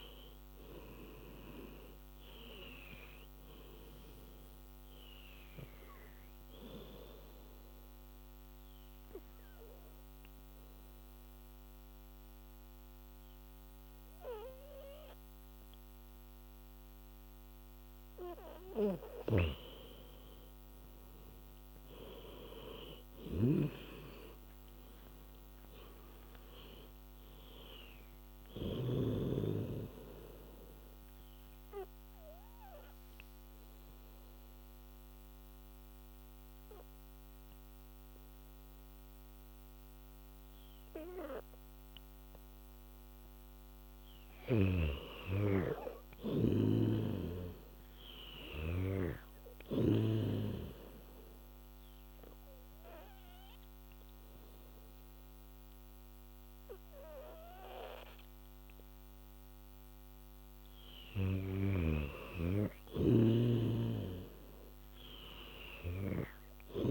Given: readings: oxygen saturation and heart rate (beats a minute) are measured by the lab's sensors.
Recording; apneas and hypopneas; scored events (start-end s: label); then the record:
breathing in sleep by a microphone on the trachea; 3
0.00-13.50 s: oxygen desaturation (device-marked, oxygen 87% lowest, heart rate 62 extreme)
6.50-18.00 s: obstructive apnea (oxygen 99% before, 88% lowest, heart rate 80 before, 62 extreme, up 21 after)
20.00-24.50 s: arousal
22.50-40.50 s: oxygen desaturation (device-marked, oxygen 98% before, 89% lowest, heart rate 76 before, 62 extreme)
23.00-29.00 s: snoring (device-marked)
29.50-41.50 s: obstructive apnea (oxygen 98% before, 88% lowest, heart rate 76 before, 62 extreme, up 18 after)
42.50-45.50 s: arousal
46.50-58.50 s: oxygen desaturation (device-marked, oxygen 98% before, 88% lowest, heart rate 73 before, 74 extreme)
49.50-61.50 s: obstructive apnea (oxygen 98% before, 88% lowest, heart rate 71 before, 74 extreme, up 5 after)
61.50-66.91 s: snoring (device-marked)
63.50-66.91 s: arousal
65.50-66.91 s: oxygen desaturation (device-marked, oxygen 97% before, 88% lowest, heart rate 77 before, 75 extreme)
From the record:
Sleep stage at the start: N2 (light sleep); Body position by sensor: on the back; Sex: female